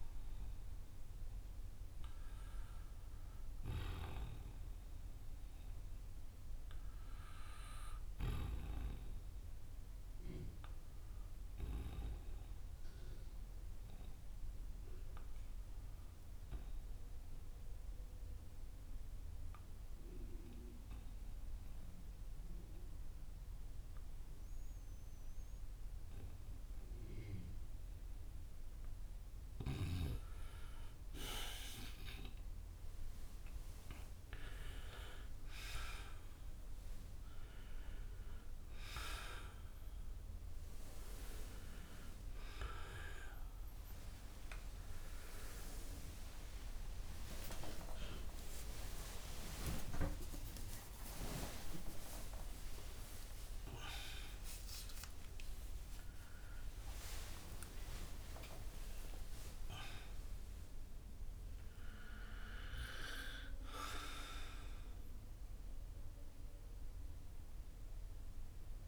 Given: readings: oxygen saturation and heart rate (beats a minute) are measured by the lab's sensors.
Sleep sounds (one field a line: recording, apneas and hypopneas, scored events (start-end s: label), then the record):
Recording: a person partly awake in a sleep study, by a room microphone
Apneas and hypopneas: 1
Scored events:
12.00-32.00 s: obstructive apnea (oxygen 97% before, 90% lowest, heart rate 57 before, 46 extreme, up 6 after)
40.50-68.88 s: new sleep stage, awake
From the record:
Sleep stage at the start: N2 (light sleep)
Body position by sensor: on the back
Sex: male